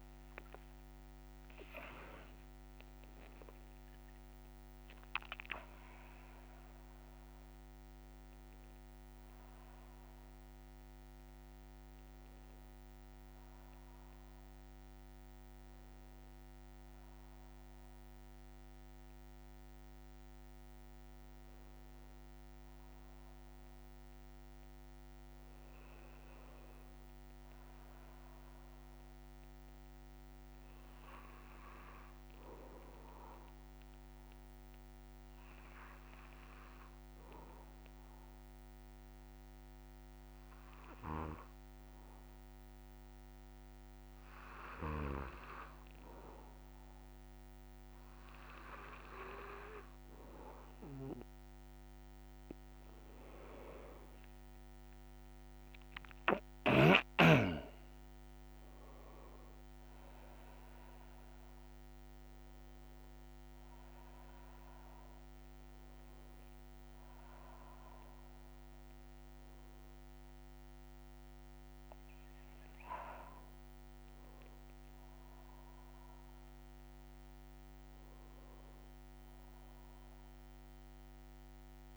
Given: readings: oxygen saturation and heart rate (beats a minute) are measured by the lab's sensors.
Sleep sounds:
breathing in sleep by a microphone on the trachea; 1
29.50-81.97 s: new sleep stage, N2 (light sleep)
32.50-45.50 s: hypopnea (oxygen 98% before, 94% lowest, heart rate 144 before, 75 extreme, up 55 after)
From the record:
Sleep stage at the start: N1 (lightest sleep); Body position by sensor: on the back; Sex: male

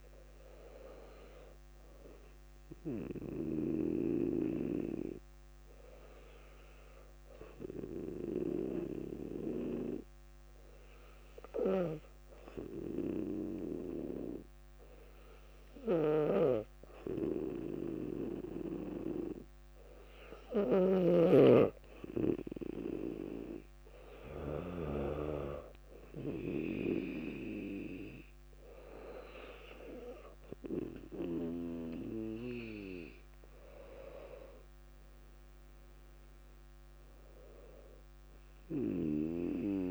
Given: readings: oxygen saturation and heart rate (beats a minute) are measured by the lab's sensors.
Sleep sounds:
breathing in sleep by a microphone on the trachea; 1
2.00-21.00 s: obstructive apnea (oxygen 98% before, 97% lowest, heart rate 62 before, 57 extreme, up 3 after)
33.50-39.00 s: arousal
From the record:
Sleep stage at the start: N2 (light sleep); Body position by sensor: on the back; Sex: female

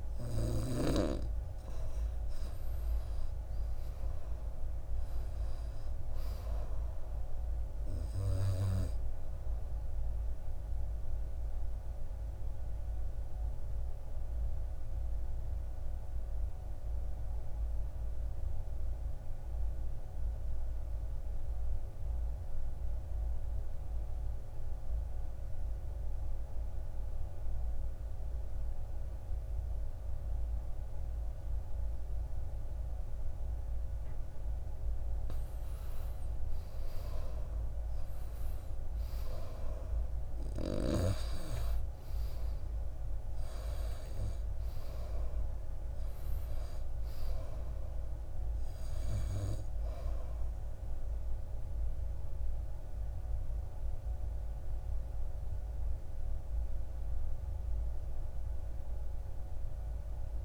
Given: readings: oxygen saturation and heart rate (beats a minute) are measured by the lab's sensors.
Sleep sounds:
breathing in sleep by a room microphone; 1
0.00-12.00 s: oxygen desaturation (device-marked, oxygen 86% lowest, heart rate 54 extreme)
10.50-33.50 s: obstructive apnea (oxygen 94% before, 83% lowest, heart rate 64 before, 54 extreme, up 10 after)
26.00-56.00 s: oxygen desaturation (device-marked, oxygen 97% before, 83% lowest, heart rate 59 before, 53 extreme)
36.00-40.00 s: arousal
From the record:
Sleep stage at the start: N2 (light sleep); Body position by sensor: on the back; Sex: male

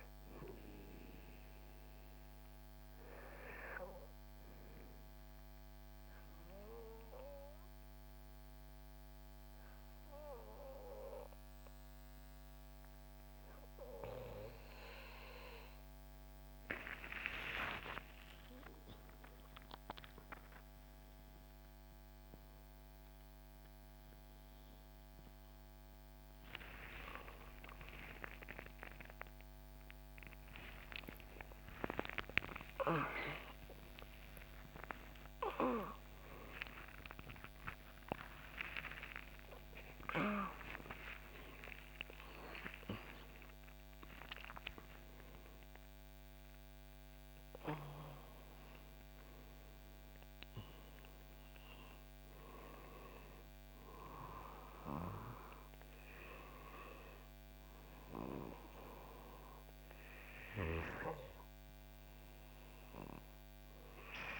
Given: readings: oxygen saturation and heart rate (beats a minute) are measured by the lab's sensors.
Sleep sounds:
a person partly awake in a sleep study, by a microphone on the trachea; 1
5.50-15.50 s: obstructive apnea (oxygen 96% before, 88% lowest, heart rate 71 before, 69 extreme, up 19 after)
13.00-43.00 s: new sleep stage, awake
19.00-44.00 s: oxygen desaturation (device-marked, oxygen 95% before, 88% lowest, heart rate 73 before, 61 extreme)
43.00-64.39 s: new sleep stage, N2 (light sleep)
From the record:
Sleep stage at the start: N2 (light sleep); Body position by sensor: on the back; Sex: male

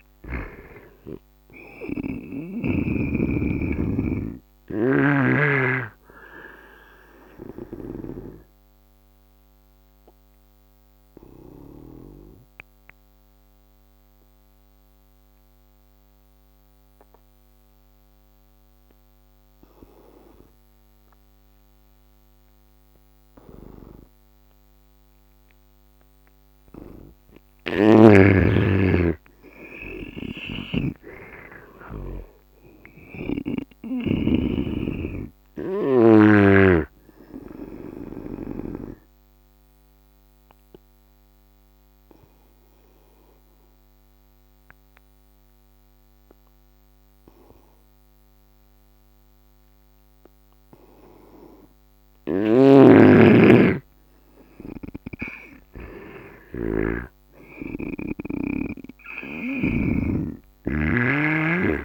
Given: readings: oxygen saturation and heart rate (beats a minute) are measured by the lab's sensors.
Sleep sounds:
breathing in sleep by a microphone on the trachea; 2
0.00-24.00 s: oxygen desaturation (device-marked, oxygen 83% lowest, heart rate 71 extreme)
1.50-8.00 s: snoring (device-marked)
8.00-26.50 s: obstructive apnea (oxygen 99% before, 83% lowest, heart rate 77 before, 71 extreme, up 9 after)
26.00-56.00 s: oxygen desaturation (device-marked, oxygen 100% before, 83% lowest, heart rate 76 before, 70 extreme)
28.50-31.50 s: arousal
32.50-36.00 s: snoring (device-marked)
38.50-51.00 s: obstructive apnea (oxygen 100% before, 82% lowest, heart rate 76 before, 70 extreme, up 11 after)
52.00-61.85 s: snoring (device-marked)
55.50-59.00 s: arousal
From the record:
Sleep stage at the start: N2 (light sleep); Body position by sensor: on the right side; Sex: male

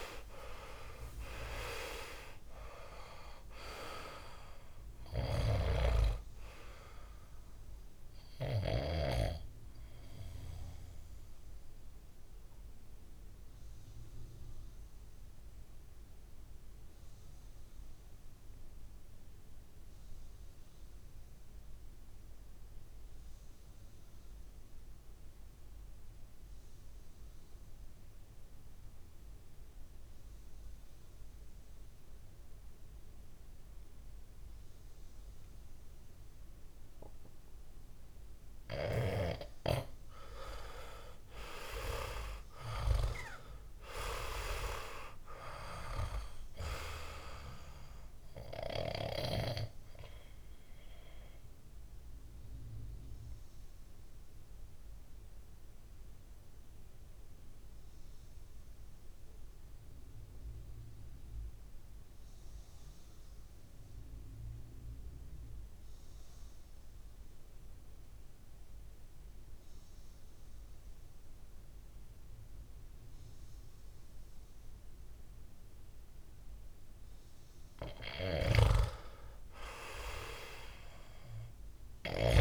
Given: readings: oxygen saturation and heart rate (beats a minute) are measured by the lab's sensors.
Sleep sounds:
breathing in sleep by a room microphone; 2
0.00-1.50 s: arousal
0.00-10.50 s: oxygen desaturation (device-marked, oxygen 90% lowest, heart rate 56 extreme)
12.50-24.50 s: oxygen desaturation (device-marked, oxygen 93% before, 89% lowest, heart rate 64 before, 59 extreme)
12.50-38.50 s: mixed apnea (oxygen 97% before, 89% lowest, heart rate 64 before, 58 extreme, up 9 after)
38.50-66.50 s: oxygen desaturation (device-marked, oxygen 99% before, 89% lowest, heart rate 62 before, 58 extreme)
40.00-44.00 s: arousal
49.00-77.00 s: mixed apnea (oxygen 99% before, 89% lowest, heart rate 63 before, 58 extreme, up 8 after)
78.50-82.41 s: arousal
From the record:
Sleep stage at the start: N2 (light sleep); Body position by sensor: on the back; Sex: male

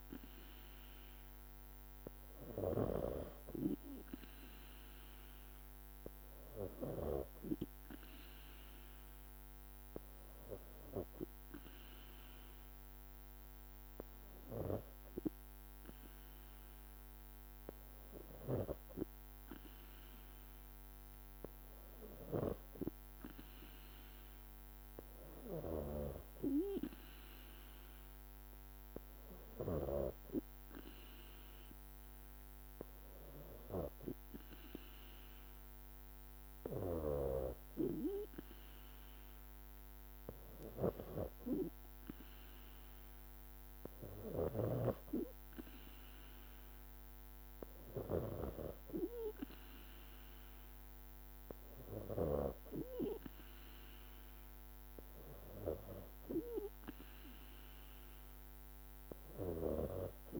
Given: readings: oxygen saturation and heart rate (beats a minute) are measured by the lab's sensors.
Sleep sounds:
breathing in sleep by a microphone on the trachea; none
none scored
From the record:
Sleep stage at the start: N3 (deep sleep); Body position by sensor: on the back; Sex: female

